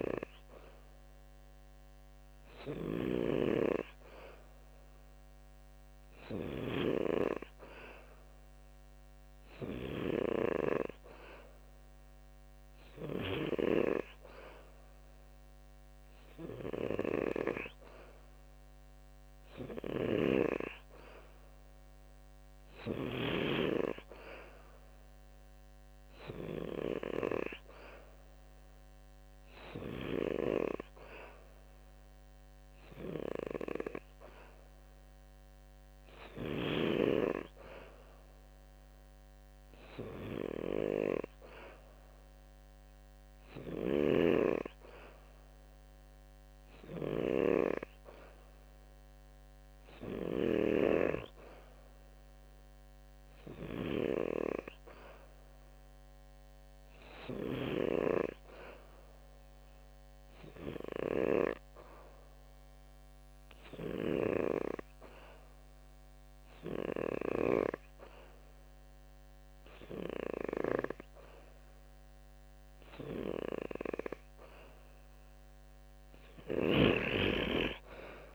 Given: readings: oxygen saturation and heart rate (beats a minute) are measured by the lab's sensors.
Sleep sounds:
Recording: breathing in sleep by a microphone on the trachea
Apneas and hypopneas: none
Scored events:
2.00-6.50 s: snoring (device-marked)
19.00-23.00 s: snoring (device-marked)
43.00-57.50 s: snoring (device-marked)
76.00-78.35 s: snoring (device-marked)
From the record:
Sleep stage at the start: N2 (light sleep)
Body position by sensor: on the back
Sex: male

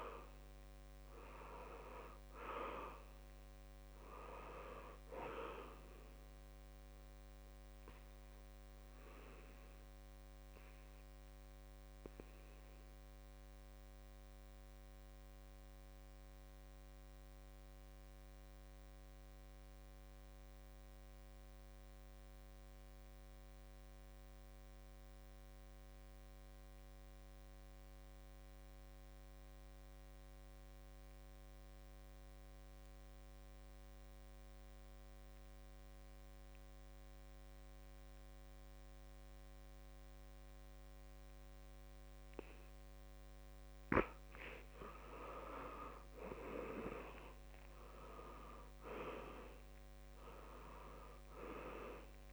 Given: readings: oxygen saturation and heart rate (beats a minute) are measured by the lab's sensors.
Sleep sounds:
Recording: breathing in sleep by a microphone on the trachea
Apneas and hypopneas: 1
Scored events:
0.00-1.00 s: arousal
0.00-25.50 s: oxygen desaturation (device-marked, oxygen 80% lowest, heart rate 61 extreme)
10.00-43.50 s: obstructive apnea (oxygen 97% before, 80% lowest, heart rate 70 before, 61 extreme, up 6 after)
39.50-52.33 s: oxygen desaturation (device-marked, oxygen 96% before, 81% lowest, heart rate 66 before, 63 extreme)
46.50-50.50 s: arousal
From the record:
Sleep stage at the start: N2 (light sleep)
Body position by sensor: on the back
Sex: male

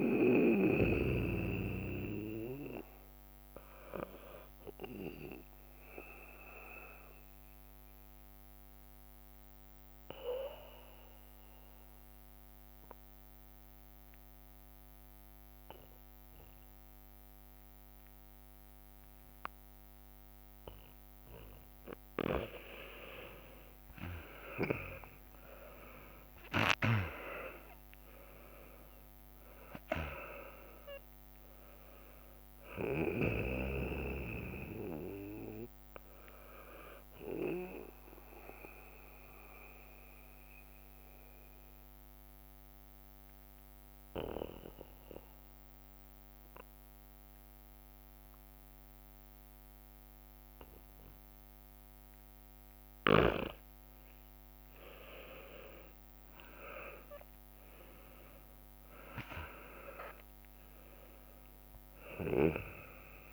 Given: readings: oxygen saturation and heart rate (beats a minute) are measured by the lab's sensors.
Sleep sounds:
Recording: breathing in sleep by a microphone on the trachea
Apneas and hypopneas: 2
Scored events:
0.00-9.50 s: oxygen desaturation (device-marked, oxygen 93% lowest, heart rate 60 extreme)
4.50-25.50 s: drop in pulse transit time (device-marked, heart rate 63 before, 60 extreme)
6.50-21.00 s: obstructive apnea (oxygen 97% before, 91% lowest, heart rate 63 before, 60 extreme, up 8 after)
15.50-22.00 s: leg movement (device-marked)
23.50-44.50 s: oxygen desaturation (device-marked, oxygen 99% before, 91% lowest, heart rate 60 before, 60 extreme)
24.50-26.00 s: leg movement (device-marked)
24.50-29.50 s: arousal
37.50-52.50 s: mixed apnea (oxygen 99% before, 91% lowest, heart rate 64 before, 58 extreme, up 8 after)
40.50-57.50 s: drop in pulse transit time (device-marked, heart rate 64 before, 60 extreme)
55.50-60.50 s: arousal
59.50-63.33 s: oxygen desaturation (device-marked, oxygen 99% before, 94% lowest, heart rate 61 before, 58 extreme)
From the record:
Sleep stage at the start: N2 (light sleep)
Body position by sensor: on the back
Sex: male

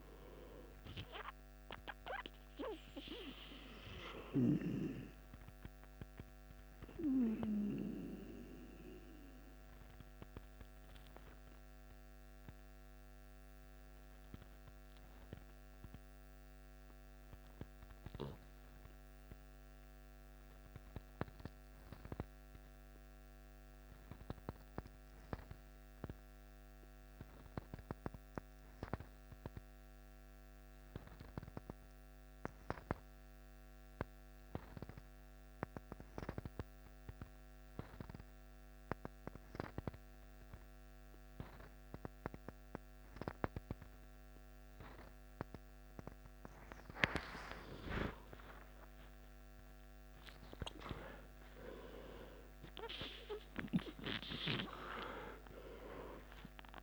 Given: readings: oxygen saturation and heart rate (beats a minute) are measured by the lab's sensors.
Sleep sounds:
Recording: breathing in sleep by a microphone on the trachea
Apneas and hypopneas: 1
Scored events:
0.00-21.50 s: oxygen desaturation (device-marked, oxygen 90% lowest, heart rate 51 extreme)
21.50-46.50 s: obstructive apnea (oxygen 96% before, 90% lowest, heart rate 56 before, 52 extreme, up 14 after)
37.50-56.83 s: oxygen desaturation (device-marked, oxygen 97% before, 90% lowest, heart rate 53 before, 48 extreme)
47.50-51.50 s: arousal
From the record:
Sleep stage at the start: N2 (light sleep)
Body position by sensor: on the left side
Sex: male

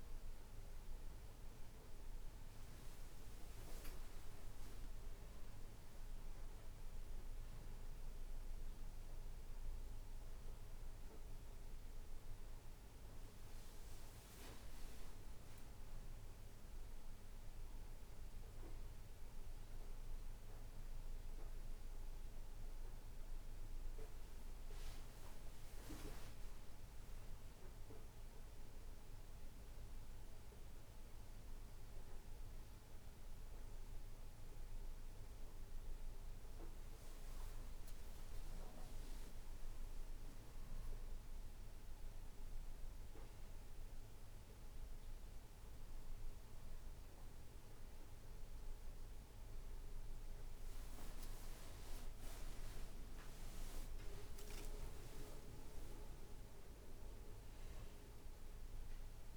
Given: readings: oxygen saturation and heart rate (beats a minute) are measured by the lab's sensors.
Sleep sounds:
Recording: breathing in sleep, hard to hear, by a room microphone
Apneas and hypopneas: none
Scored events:
none scored
From the record:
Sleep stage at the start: N2 (light sleep)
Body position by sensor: on the back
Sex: male

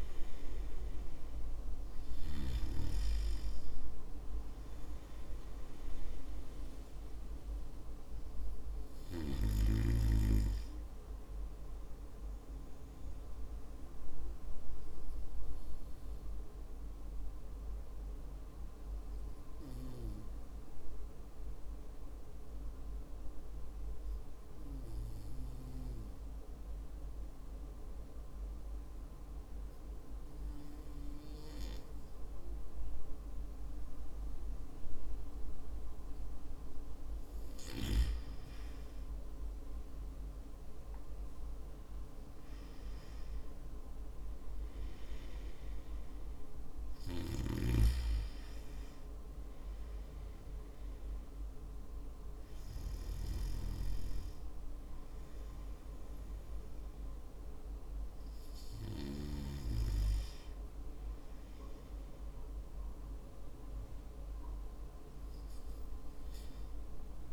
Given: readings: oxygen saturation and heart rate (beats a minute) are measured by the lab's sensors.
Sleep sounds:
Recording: breathing in sleep by a room microphone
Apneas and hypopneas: 1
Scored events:
14.50-36.50 s: hypopnea (oxygen 96% before, 93% lowest, heart rate 58 before, 49 extreme, up 14 after)
41.00-44.50 s: arousal
From the record:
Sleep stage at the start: N2 (light sleep)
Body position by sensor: on the back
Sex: male

